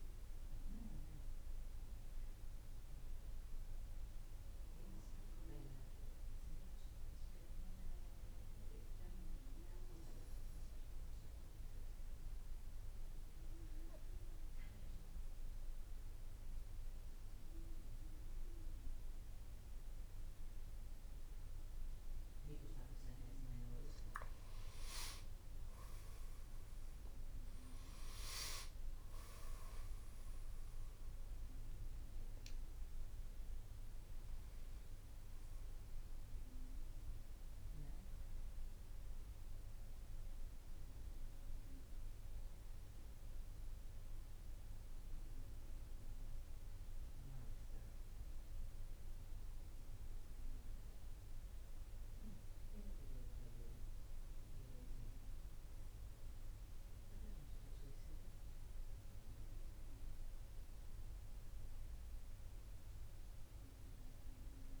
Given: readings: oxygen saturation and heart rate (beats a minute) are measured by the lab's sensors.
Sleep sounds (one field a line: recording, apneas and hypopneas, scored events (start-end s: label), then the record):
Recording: breathing in sleep, hard to hear, by a room microphone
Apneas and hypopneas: 1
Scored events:
9.00-23.50 s: obstructive apnea (oxygen 98% before, 89% lowest, heart rate 57 before, 56 extreme, up 13 after)
18.50-55.50 s: oxygen desaturation (device-marked, oxygen 96% before, 89% lowest, heart rate 56 before, 55 extreme)
27.50-32.00 s: arousal
From the record:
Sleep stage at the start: N2 (light sleep)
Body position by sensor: on the back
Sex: male